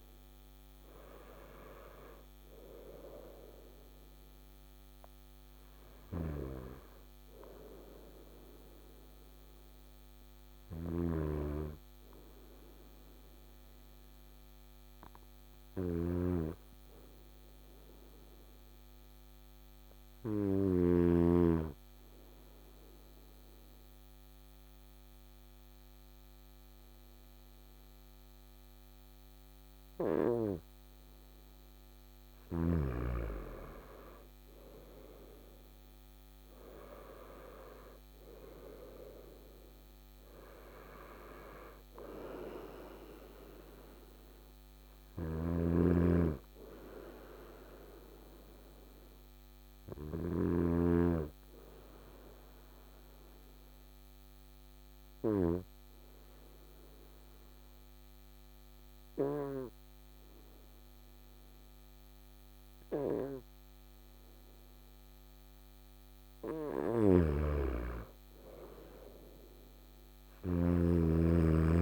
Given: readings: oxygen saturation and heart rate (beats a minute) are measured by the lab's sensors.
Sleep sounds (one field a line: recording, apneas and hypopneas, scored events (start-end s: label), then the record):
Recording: breathing in sleep by a microphone on the trachea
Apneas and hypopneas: 2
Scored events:
0.00-5.00 s: oxygen desaturation (device-marked, oxygen 93% lowest, heart rate 57 extreme)
10.00-20.50 s: snoring (device-marked)
10.00-29.50 s: obstructive apnea (oxygen 98% before, 92% lowest, heart rate 64 before, 56 extreme, up 7 after)
28.00-57.00 s: oxygen desaturation (device-marked, oxygen 98% before, 92% lowest, heart rate 57 before, 56 extreme)
32.00-36.00 s: arousal
44.00-65.50 s: obstructive apnea (oxygen 98% before, 92% lowest, heart rate 62 before, 56 extreme, up 7 after)
44.50-50.00 s: snoring (device-marked)
66.00-70.00 s: snoring (device-marked)
67.50-71.82 s: arousal
From the record:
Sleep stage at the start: N2 (light sleep)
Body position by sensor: on the right side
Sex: male